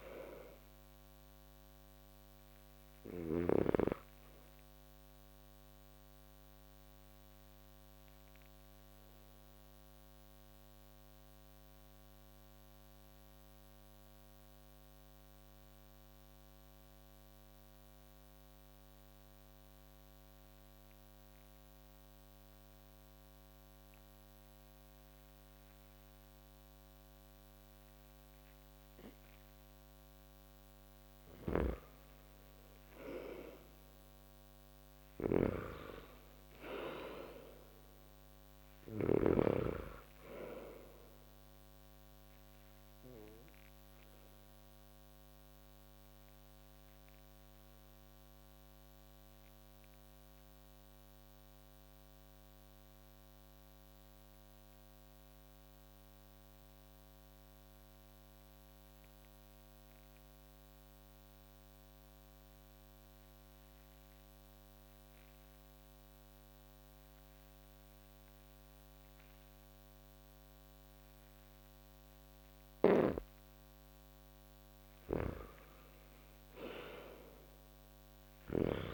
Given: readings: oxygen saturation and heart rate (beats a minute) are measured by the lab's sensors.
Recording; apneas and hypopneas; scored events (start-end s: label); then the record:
breathing in sleep by a microphone on the trachea; 2
0.00-3.00 s: snoring (device-marked)
0.00-21.00 s: oxygen desaturation (device-marked, oxygen 82% lowest)
6.00-30.50 s: mixed apnea (oxygen 98% before, 82% lowest)
31.00-39.00 s: snoring (device-marked)
32.00-36.00 s: arousal
33.00-60.00 s: oxygen desaturation (device-marked, oxygen 98% before, 83% lowest)
41.50-74.00 s: obstructive apnea (oxygen 98% before, 80% lowest)
74.50-78.94 s: snoring (device-marked)
75.00-78.50 s: arousal
76.00-78.94 s: oxygen desaturation (device-marked, oxygen 97% before, 80% lowest)
From the record:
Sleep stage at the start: N2 (light sleep); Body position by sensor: on the back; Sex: male